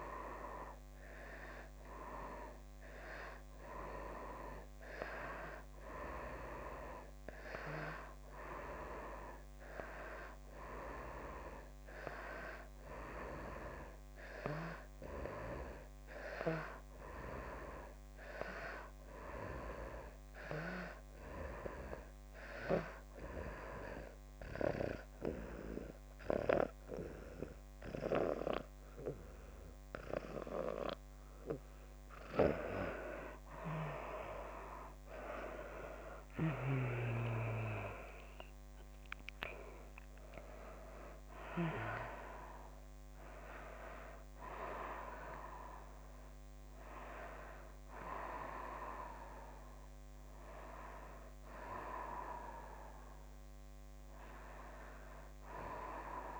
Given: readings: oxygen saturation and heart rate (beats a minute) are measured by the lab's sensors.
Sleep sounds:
breathing in sleep by a microphone on the trachea; 1
0.00-56.00 s: oxygen desaturation (device-marked, oxygen 85% lowest)
13.00-31.50 s: obstructive apnea (oxygen 98% before, 85% lowest)
34.50-38.00 s: arousal
From the record:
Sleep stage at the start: N2 (light sleep); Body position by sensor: on the back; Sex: female

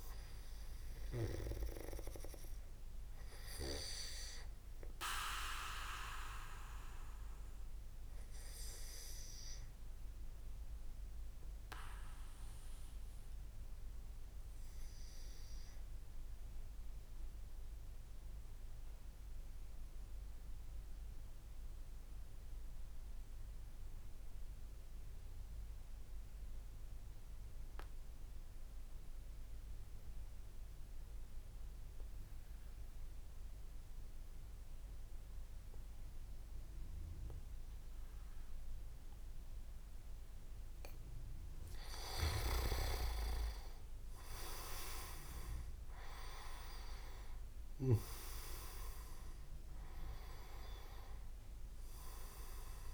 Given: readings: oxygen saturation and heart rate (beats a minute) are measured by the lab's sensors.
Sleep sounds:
breathing in sleep by a room microphone; 1
0.00-2.50 s: oxygen desaturation (device-marked, oxygen 95% lowest)
3.50-41.00 s: obstructive apnea (oxygen 99% before, 93% lowest)
36.50-52.94 s: oxygen desaturation (device-marked, oxygen 98% before, 93% lowest)
42.00-44.00 s: leg movement (device-marked)
43.00-46.50 s: arousal
From the record:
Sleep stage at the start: N2 (light sleep); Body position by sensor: on the back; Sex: male

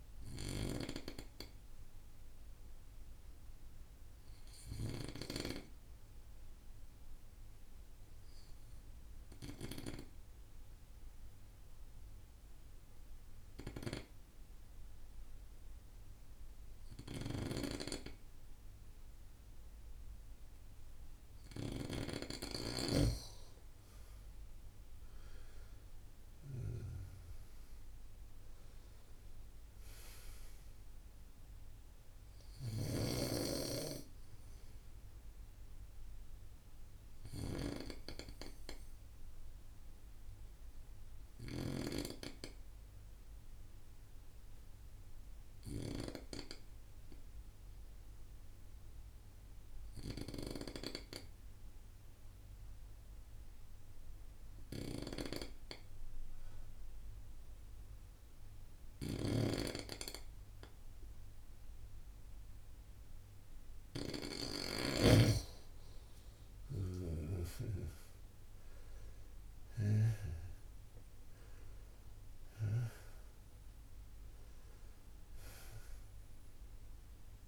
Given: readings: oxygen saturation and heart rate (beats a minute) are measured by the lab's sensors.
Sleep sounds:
breathing in sleep by a room microphone; 2
0.00-8.00 s: oxygen desaturation (device-marked, oxygen 90% lowest, heart rate 52 extreme)
3.50-6.00 s: arousal
7.00-21.50 s: obstructive apnea (oxygen 94% before, 90% lowest, heart rate 62 before, 52 extreme, up 4 after)
23.50-27.00 s: arousal
36.50-63.00 s: obstructive apnea (oxygen 97% before, 89% lowest, heart rate 56 before, 54 extreme, up 10 after)
58.50-65.00 s: snoring (device-marked)
64.50-69.50 s: arousal
66.00-77.47 s: oxygen desaturation (device-marked, oxygen 96% before, 89% lowest, heart rate 58 before, 53 extreme)
From the record:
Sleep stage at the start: N2 (light sleep); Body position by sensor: on the right side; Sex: male

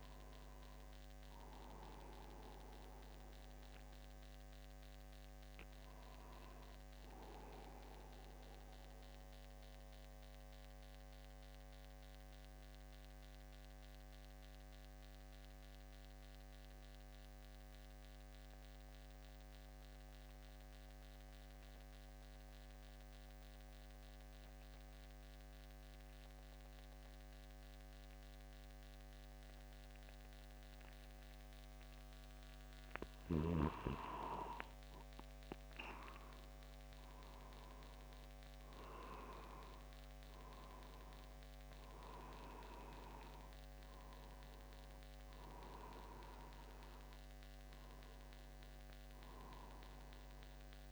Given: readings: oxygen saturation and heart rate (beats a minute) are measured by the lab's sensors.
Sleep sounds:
breathing in sleep by a microphone on the trachea; 1
1.00-6.00 s: arousal
8.50-32.00 s: mixed apnea (oxygen 97% before, 94% lowest, heart rate 50 before, 49 extreme, up 0 after)
37.00-42.00 s: arousal
44.00-46.00 s: long interval between heartbeats (device-marked, heart rate 50 before, 59 extreme)
From the record:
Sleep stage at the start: N2 (light sleep); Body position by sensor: upright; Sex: male

